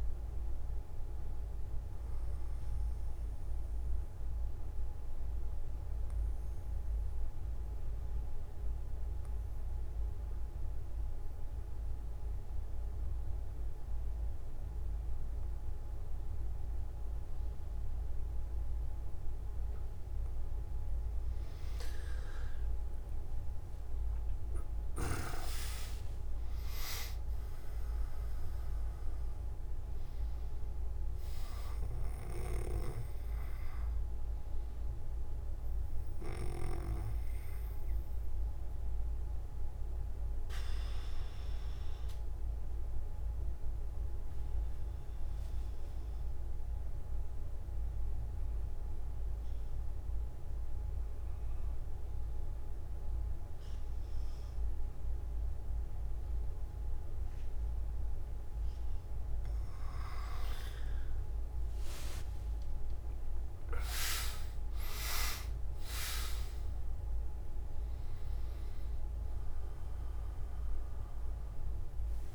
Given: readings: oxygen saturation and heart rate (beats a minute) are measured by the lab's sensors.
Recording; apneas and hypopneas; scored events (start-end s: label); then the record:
breathing in sleep by a room microphone; 2
2.50-21.00 s: obstructive apnea (oxygen 100% before, 94% lowest)
5.00-13.00 s: oxygen desaturation (device-marked, oxygen 97% before, 94% lowest)
26.00-48.00 s: oxygen desaturation (device-marked, oxygen 100% before, 94% lowest)
35.50-59.50 s: obstructive apnea (oxygen 100% before, 94% lowest)
48.00-72.35 s: new sleep stage, N3 (deep sleep)
68.00-72.35 s: oxygen desaturation (device-marked, oxygen 99% before, 94% lowest)
From the record:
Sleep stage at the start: N2 (light sleep); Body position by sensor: on the back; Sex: male